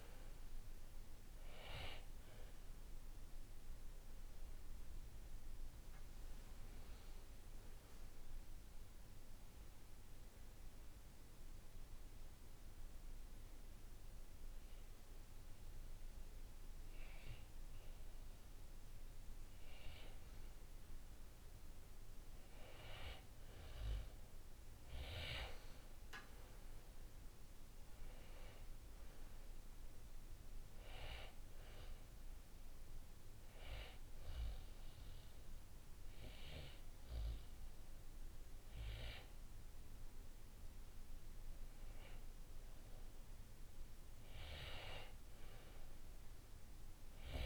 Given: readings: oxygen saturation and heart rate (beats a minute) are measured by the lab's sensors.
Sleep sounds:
breathing in sleep by a room microphone; 2
0.00-13.00 s: oxygen desaturation (device-marked, oxygen 95% before, 90% lowest, heart rate 57 before, 54 extreme)
10.00-20.00 s: obstructive apnea (oxygen 95% before, 92% lowest, heart rate 62 before, 54 extreme, up 12 after)
21.50-26.00 s: arousal
28.00-39.00 s: oxygen desaturation (device-marked, oxygen 96% before, 92% lowest, heart rate 61 before, 55 extreme)
30.00-41.50 s: hypopnea (oxygen 96% before, 91% lowest, heart rate 61 before, 55 extreme, up 7 after)
From the record:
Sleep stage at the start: N2 (light sleep); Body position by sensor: on the back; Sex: male

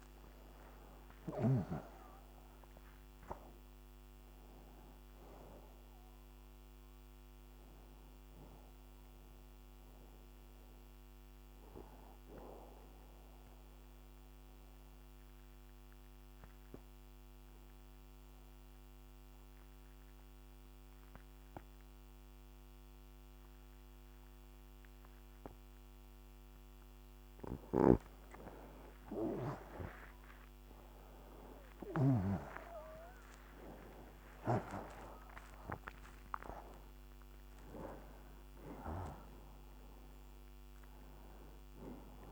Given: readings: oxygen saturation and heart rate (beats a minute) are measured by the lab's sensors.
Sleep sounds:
breathing in sleep by a microphone on the trachea; 1
0.00-1.50 s: arousal
10.50-26.00 s: obstructive apnea (oxygen 96% before, 87% lowest, heart rate 88 before, 61 extreme, up 23 after)
13.50-20.50 s: oxygen desaturation (device-marked, oxygen 93% before, 87% lowest, heart rate 89 before, 61 extreme)
29.50-35.00 s: arousal
From the record:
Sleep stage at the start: N2 (light sleep); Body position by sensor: on the back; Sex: male

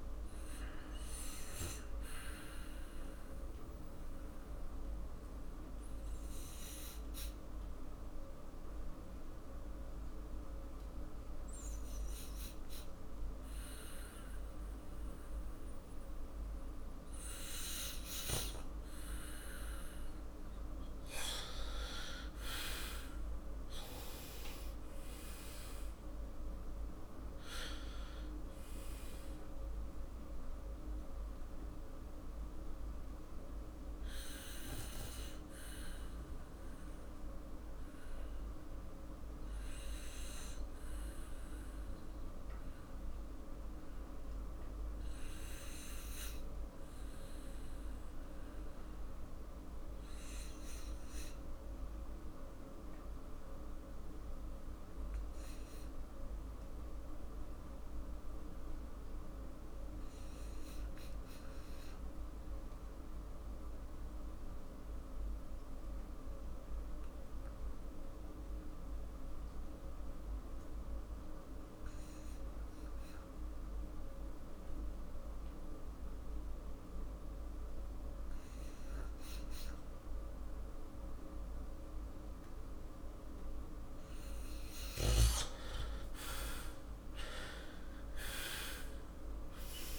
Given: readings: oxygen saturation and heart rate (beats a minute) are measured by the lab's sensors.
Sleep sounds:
breathing in sleep by a room microphone; 2
0.00-14.00 s: oxygen desaturation (device-marked, oxygen 85% lowest, heart rate 46 extreme)
4.00-18.50 s: obstructive apnea (oxygen 97% before, 87% lowest, heart rate 47 before, 48 extreme, up 11 after)
21.50-25.00 s: arousal
26.00-86.00 s: new sleep stage, REM sleep
31.50-83.50 s: obstructive apnea (oxygen 98% before, 83% lowest, heart rate 55 before, 42 extreme, up 16 after)
47.00-64.00 s: oxygen desaturation (device-marked, oxygen 96% before, 87% lowest, heart rate 53 before, 42 extreme)
85.50-89.98 s: arousal
86.00-89.98 s: new sleep stage, N2 (light sleep)
From the record:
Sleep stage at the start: N2 (light sleep); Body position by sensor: on the back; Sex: male

